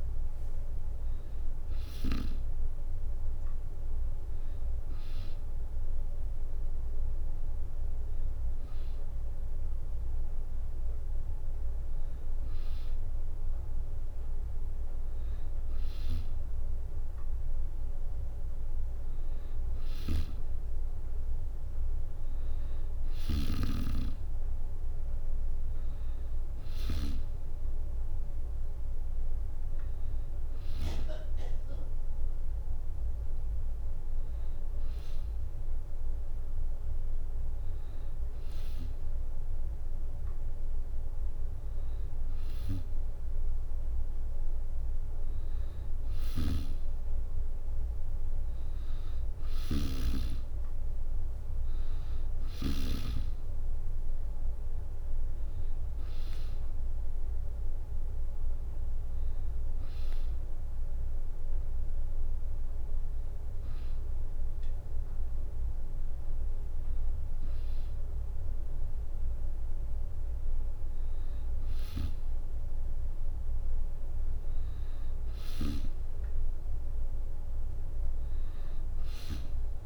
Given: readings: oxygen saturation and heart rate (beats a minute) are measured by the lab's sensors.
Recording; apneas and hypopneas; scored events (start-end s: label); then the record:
breathing in sleep by a room microphone; none
0.00-2.00 s: snoring (device-marked)
19.50-27.00 s: snoring (device-marked)
46.00-52.50 s: snoring (device-marked)
From the record:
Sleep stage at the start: N3 (deep sleep); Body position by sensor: on the back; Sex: female